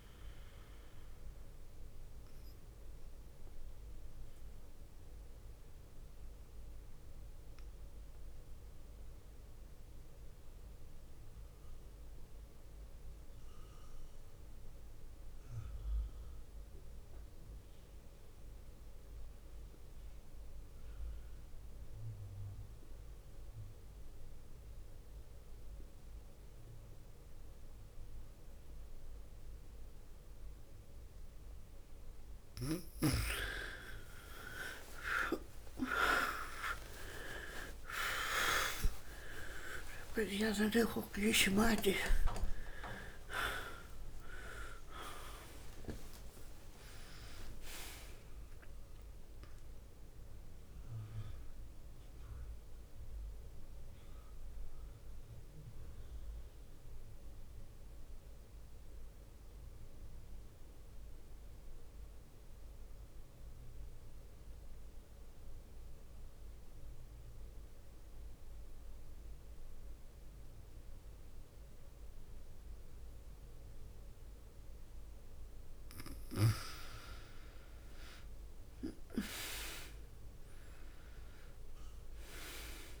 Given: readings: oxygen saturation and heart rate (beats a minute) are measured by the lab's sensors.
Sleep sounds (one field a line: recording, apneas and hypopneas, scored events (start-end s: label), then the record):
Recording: breathing in sleep by a room microphone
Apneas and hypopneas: 2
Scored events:
0.00-7.50 s: oxygen desaturation (device-marked, oxygen 91% lowest, heart rate 48 extreme)
0.50-32.50 s: mixed apnea (oxygen 99% before, 86% lowest, heart rate 57 before, 48 extreme)
25.50-61.50 s: oxygen desaturation (device-marked, oxygen 99% before, 86% lowest, heart rate 52 before, 51 extreme)
34.00-40.00 s: arousal
35.50-42.50 s: tachycardia (device-marked, heart rate 53 before, 147 extreme)
36.50-38.50 s: long interval between heartbeats (device-marked, heart rate 54 before, 66 extreme)
46.50-48.50 s: long interval between heartbeats (device-marked, heart rate 84 before, 86 extreme)
55.00-75.50 s: mixed apnea (oxygen 97% before, 86% lowest, heart rate 95 before, 50 extreme, up 8 after)
77.50-82.50 s: arousal
78.50-83.00 s: oxygen desaturation (device-marked, oxygen 100% before, 90% lowest, heart rate 54 before, 48 extreme)
From the record:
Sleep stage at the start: N2 (light sleep)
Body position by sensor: on the back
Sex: female